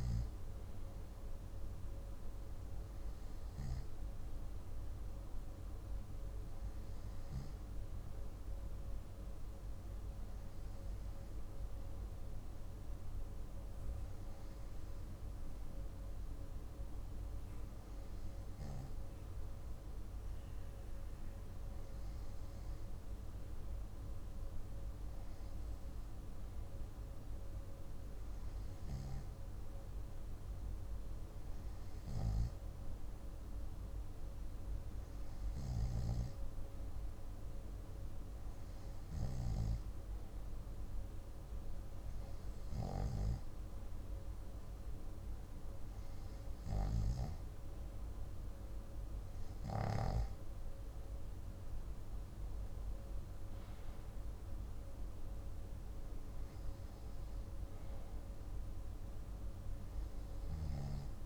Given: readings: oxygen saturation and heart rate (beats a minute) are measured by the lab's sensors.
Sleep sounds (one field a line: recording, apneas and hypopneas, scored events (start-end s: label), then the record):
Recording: breathing in sleep, hard to hear, by a room microphone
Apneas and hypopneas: 1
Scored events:
9.00-46.50 s: hypopnea (oxygen 96% before, 94% lowest, heart rate 56 before, 51 extreme, up 6 after)
51.50-55.50 s: arousal
From the record:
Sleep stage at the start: N2 (light sleep)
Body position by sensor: on the back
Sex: male